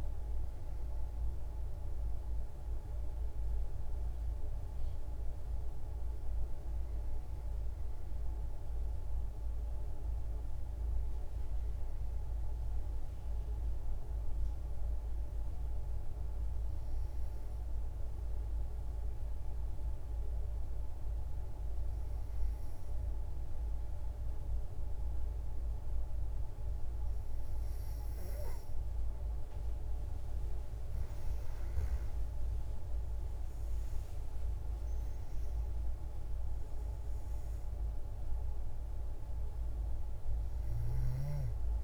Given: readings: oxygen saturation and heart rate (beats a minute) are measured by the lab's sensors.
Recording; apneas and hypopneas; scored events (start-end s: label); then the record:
breathing in sleep, hard to hear, by a room microphone; 1
14.00-30.00 s: hypopnea (oxygen 96% before, 92% lowest, heart rate 56 before, 53 extreme, up 25 after)
31.00-41.83 s: oxygen desaturation (device-marked, oxygen 96% before, 92% lowest, heart rate 54 before, 53 extreme)
31.50-35.50 s: arousal
From the record:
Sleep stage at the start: N2 (light sleep); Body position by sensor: on the back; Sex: female